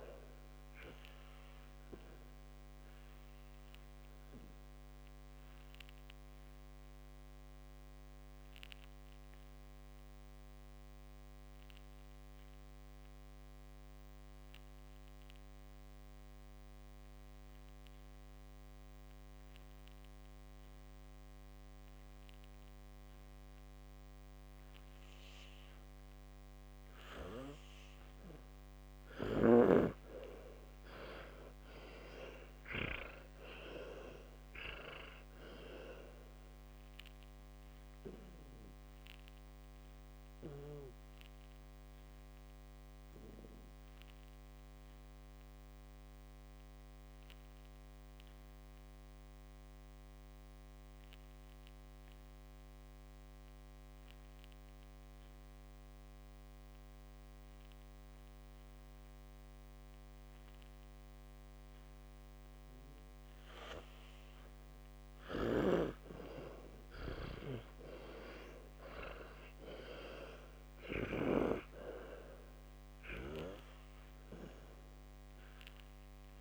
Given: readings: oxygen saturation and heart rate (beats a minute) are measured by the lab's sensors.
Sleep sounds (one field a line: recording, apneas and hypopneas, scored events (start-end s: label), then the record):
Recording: breathing in sleep by a microphone on the trachea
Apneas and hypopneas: 2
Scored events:
0.00-9.50 s: oxygen desaturation (device-marked, oxygen 92% lowest, heart rate 56 extreme)
5.00-27.00 s: obstructive apnea (oxygen 99% before, 90% lowest, heart rate 71 before, 56 extreme, up 53 after)
31.00-35.50 s: arousal
39.50-64.50 s: oxygen desaturation (device-marked, oxygen 98% before, 90% lowest, heart rate 75 before, 54 extreme)
43.00-62.00 s: obstructive apnea (oxygen 98% before, 89% lowest, heart rate 75 before, 54 extreme, up 22 after)
67.50-72.50 s: arousal
From the record:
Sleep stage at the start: N2 (light sleep)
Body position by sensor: on the back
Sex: male